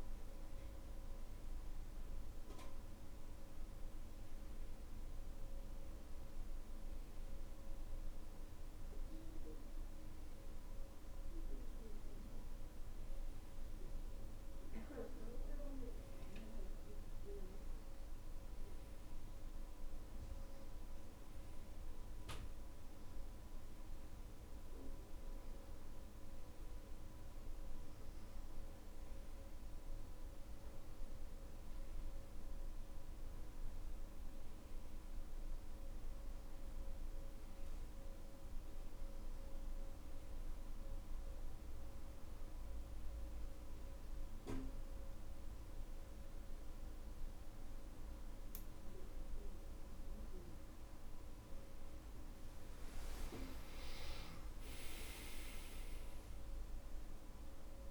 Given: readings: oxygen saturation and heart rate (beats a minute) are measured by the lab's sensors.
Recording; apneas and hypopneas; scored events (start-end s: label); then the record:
breathing in sleep by a room microphone; none
none scored
From the record:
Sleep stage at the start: N2 (light sleep); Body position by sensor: on the back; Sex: male